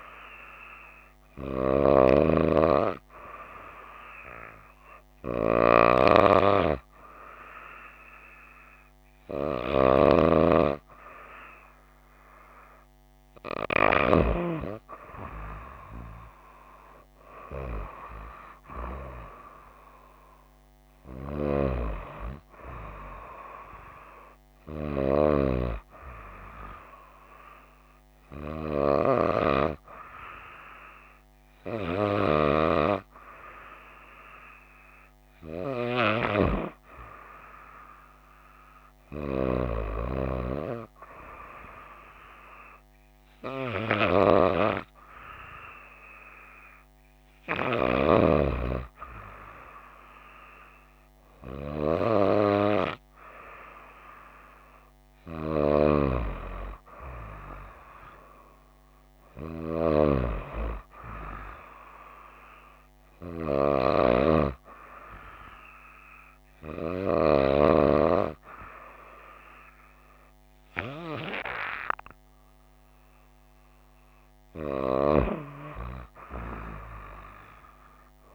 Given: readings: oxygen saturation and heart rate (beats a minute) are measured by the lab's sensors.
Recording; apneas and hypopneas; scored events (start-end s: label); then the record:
breathing in sleep by a microphone on the trachea; none
none scored
From the record:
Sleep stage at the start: N2 (light sleep); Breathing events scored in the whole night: 130 in 5.5 hours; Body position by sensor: on the right side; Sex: female